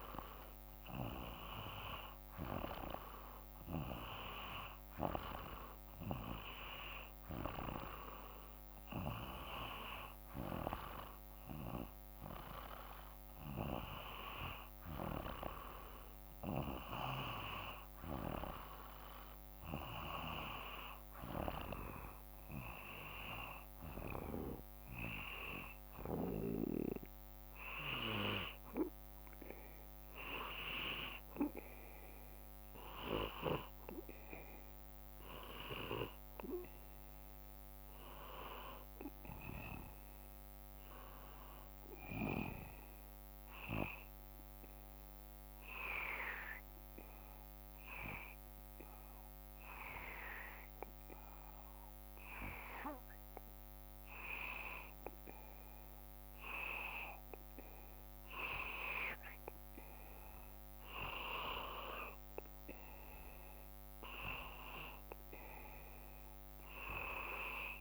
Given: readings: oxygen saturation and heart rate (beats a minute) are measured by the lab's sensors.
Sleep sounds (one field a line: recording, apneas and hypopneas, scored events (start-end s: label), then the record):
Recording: breathing in sleep by a microphone on the trachea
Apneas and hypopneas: 2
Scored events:
5.00-8.00 s: arousal
11.50-14.50 s: arousal
17.50-28.50 s: hypopnea (oxygen 94% before, 92% lowest, heart rate 55 before, 55 extreme, up 1 after)
31.00-34.50 s: arousal
43.50-56.00 s: hypopnea (oxygen 94% before, 91% lowest, heart rate 56 before, 55 extreme, up 3 after)
58.50-62.00 s: arousal
From the record:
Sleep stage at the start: N2 (light sleep)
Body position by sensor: on the back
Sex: male